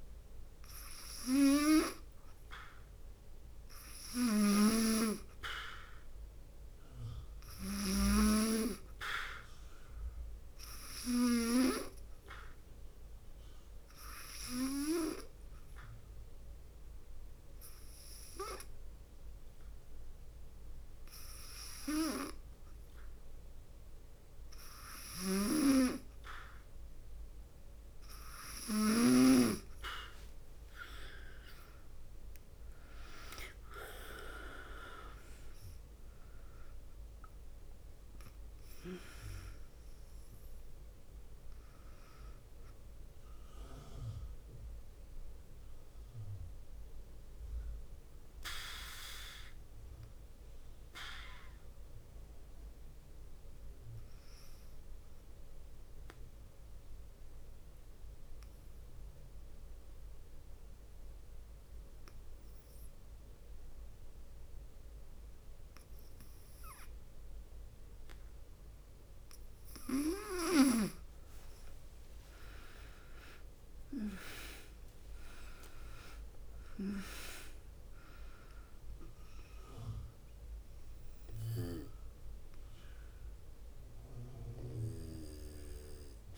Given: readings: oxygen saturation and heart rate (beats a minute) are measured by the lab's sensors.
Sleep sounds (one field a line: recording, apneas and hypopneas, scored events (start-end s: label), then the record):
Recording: breathing in sleep by a room microphone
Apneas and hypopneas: 2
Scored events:
0.00-1.50 s: arousal
0.00-25.50 s: oxygen desaturation (device-marked, oxygen 91% lowest, heart rate 49 extreme)
14.00-24.00 s: obstructive apnea (oxygen 95% before, 89% lowest, heart rate 57 before, 51 extreme, up 3 after)
28.00-32.50 s: arousal
37.50-59.50 s: oxygen desaturation (device-marked, oxygen 93% before, 89% lowest, heart rate 57 before, 49 extreme)
44.00-68.00 s: obstructive apnea (oxygen 93% before, 89% lowest, heart rate 58 before, 48 extreme, up 8 after)
70.50-76.00 s: arousal
71.50-86.38 s: oxygen desaturation (device-marked, oxygen 100% before, 92% lowest, heart rate 53 before, 48 extreme)
From the record:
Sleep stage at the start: N2 (light sleep)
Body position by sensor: on the back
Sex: female